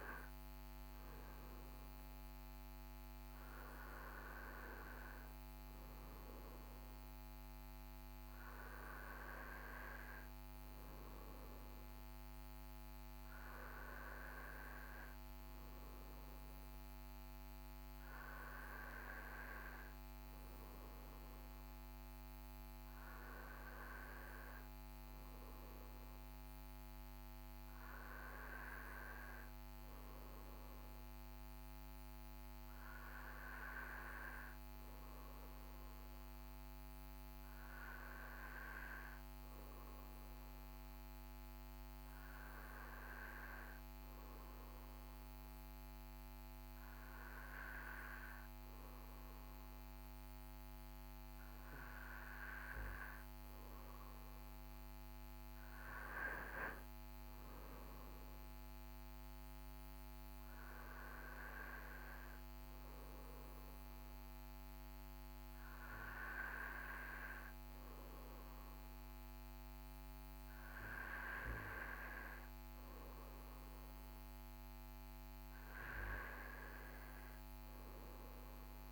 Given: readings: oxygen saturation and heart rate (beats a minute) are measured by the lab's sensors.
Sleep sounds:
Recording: breathing in sleep by a microphone on the trachea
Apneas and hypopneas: none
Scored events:
none scored
From the record:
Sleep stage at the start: N1 (lightest sleep)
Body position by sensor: on the right side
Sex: male

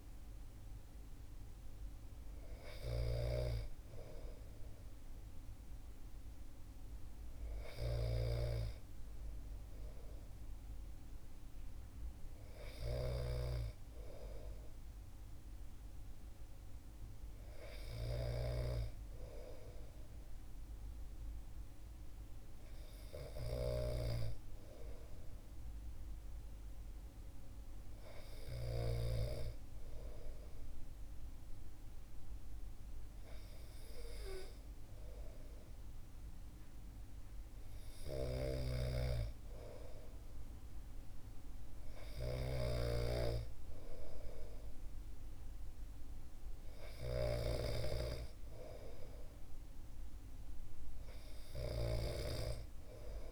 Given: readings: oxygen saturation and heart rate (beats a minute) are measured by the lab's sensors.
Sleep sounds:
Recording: breathing in sleep by a room microphone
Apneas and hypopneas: none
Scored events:
0.00-28.50 s: snoring (device-marked)
38.00-53.32 s: snoring (device-marked)
From the record:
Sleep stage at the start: N2 (light sleep)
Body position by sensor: on the back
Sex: male

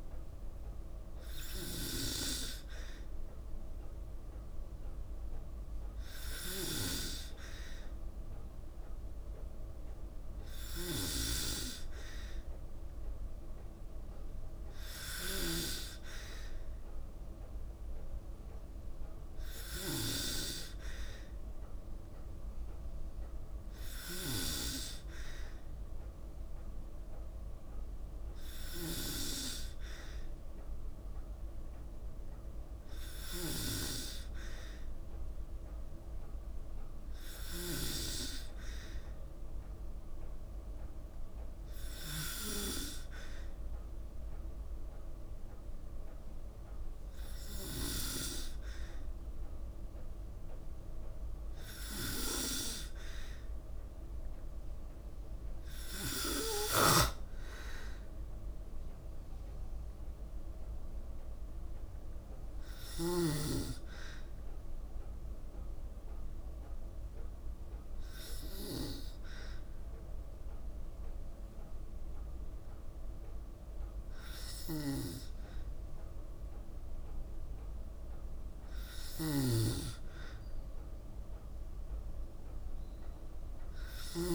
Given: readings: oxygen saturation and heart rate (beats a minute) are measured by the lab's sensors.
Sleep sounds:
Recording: breathing in sleep by a room microphone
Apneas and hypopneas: none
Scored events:
0.00-37.50 s: snoring (device-marked)
56.00-62.50 s: snoring (device-marked)
74.00-84.35 s: snoring (device-marked)
From the record:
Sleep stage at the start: N2 (light sleep)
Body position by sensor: on the back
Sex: female

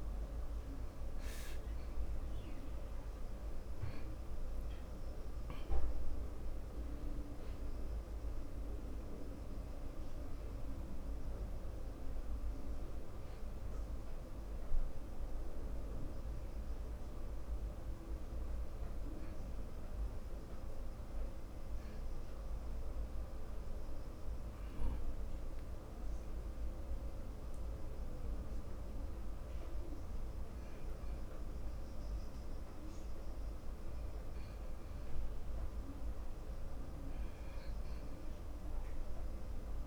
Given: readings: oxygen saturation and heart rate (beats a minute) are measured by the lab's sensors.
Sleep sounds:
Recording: breathing in sleep, hard to hear, by a room microphone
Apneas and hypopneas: 1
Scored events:
2.00-6.00 s: arousal
3.50-15.50 s: oxygen desaturation (device-marked, oxygen 94% before, 90% lowest, heart rate 56 before, 55 extreme)
22.50-33.00 s: hypopnea (oxygen 94% before, 90% lowest, heart rate 55 before, 54 extreme, up 0 after)
36.50-39.50 s: arousal
From the record:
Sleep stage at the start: N2 (light sleep)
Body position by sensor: on the back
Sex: male

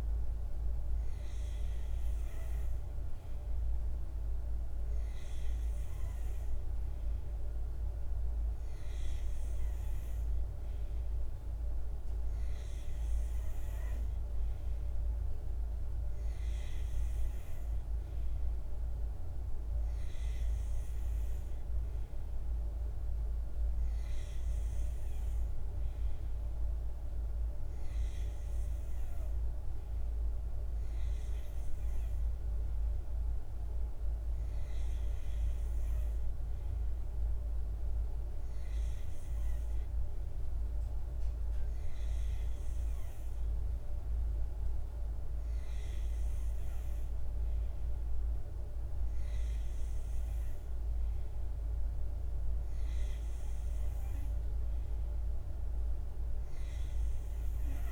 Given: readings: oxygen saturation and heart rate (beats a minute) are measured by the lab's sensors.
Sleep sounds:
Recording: breathing in sleep, hard to hear, by a room microphone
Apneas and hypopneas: none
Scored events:
none scored
From the record:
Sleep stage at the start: N2 (light sleep)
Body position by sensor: on the back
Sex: male

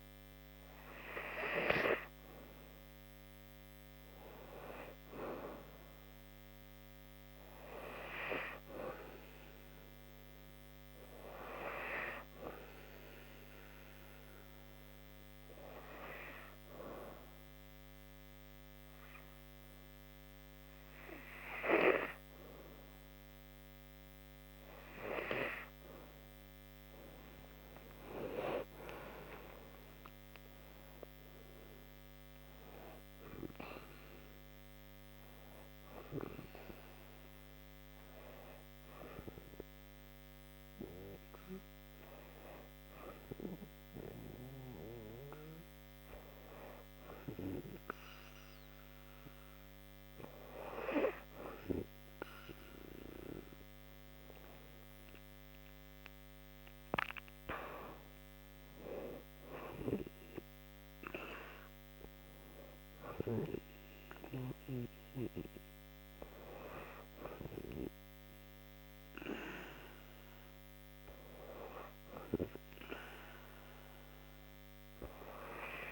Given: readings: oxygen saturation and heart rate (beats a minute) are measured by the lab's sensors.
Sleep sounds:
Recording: breathing in sleep by a microphone on the trachea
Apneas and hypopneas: 2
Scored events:
2.50-5.50 s: arousal
10.00-20.00 s: oxygen desaturation (device-marked, oxygen 97% before, 93% lowest, heart rate 75 before, 74 extreme)
14.00-26.00 s: obstructive apnea (oxygen 97% before, 89% lowest, heart rate 75 before, 73 extreme, up 9 after)
27.00-31.00 s: arousal
32.00-55.00 s: oxygen desaturation (device-marked, oxygen 95% before, 89% lowest, heart rate 76 before, 71 extreme)
38.50-52.50 s: hypopnea (oxygen 96% before, 89% lowest, heart rate 78 before, 71 extreme, up 7 after)
54.50-57.50 s: arousal
From the record:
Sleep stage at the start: N2 (light sleep)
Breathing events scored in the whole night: 177 in 5.9 hours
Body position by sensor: on the back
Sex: female

